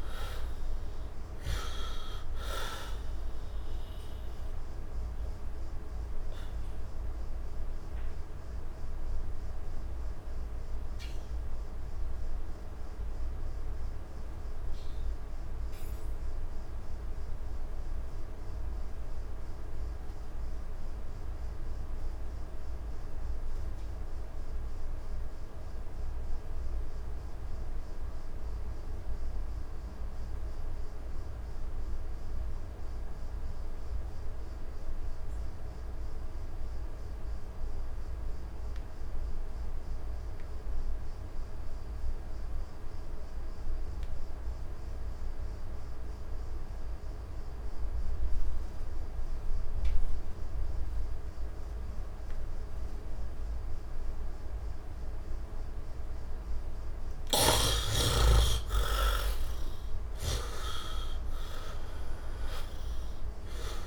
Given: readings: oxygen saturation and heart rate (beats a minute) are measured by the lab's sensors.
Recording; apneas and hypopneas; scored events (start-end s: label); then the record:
breathing in sleep by a room microphone; 1
0.00-23.50 s: oxygen desaturation (device-marked, oxygen 53% lowest, heart rate 62 extreme)
7.00-56.00 s: obstructive apnea (oxygen 97% before, 45% lowest, heart rate 73 before, 62 extreme, up 21 after)
25.50-63.87 s: oxygen desaturation (device-marked, oxygen 99% before, 45% lowest, heart rate 70 before, 62 extreme)
58.00-62.50 s: arousal
From the record:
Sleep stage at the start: N2 (light sleep); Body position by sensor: on the right side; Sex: male